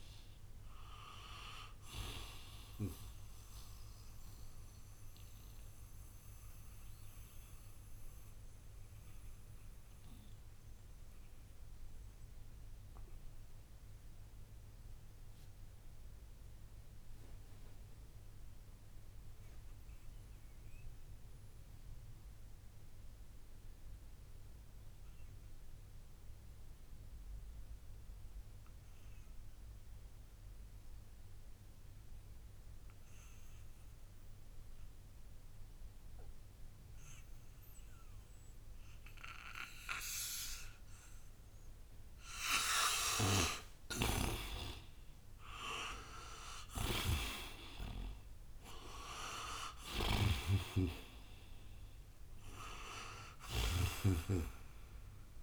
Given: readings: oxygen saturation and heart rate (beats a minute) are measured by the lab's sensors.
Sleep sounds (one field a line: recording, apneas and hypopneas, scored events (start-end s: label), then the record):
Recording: breathing in sleep by a room microphone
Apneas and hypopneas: 1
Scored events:
0.00-20.50 s: oxygen desaturation (device-marked, oxygen 79% lowest, heart rate 59 extreme)
5.00-41.00 s: mixed apnea (oxygen 98% before, 79% lowest, heart rate 71 before, 59 extreme, up 28 after)
38.50-55.43 s: oxygen desaturation (device-marked, oxygen 98% before, 80% lowest, heart rate 61 before, 58 extreme)
42.50-48.00 s: arousal
46.00-53.50 s: snoring (device-marked)
From the record:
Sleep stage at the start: N2 (light sleep)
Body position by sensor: on the right side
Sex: male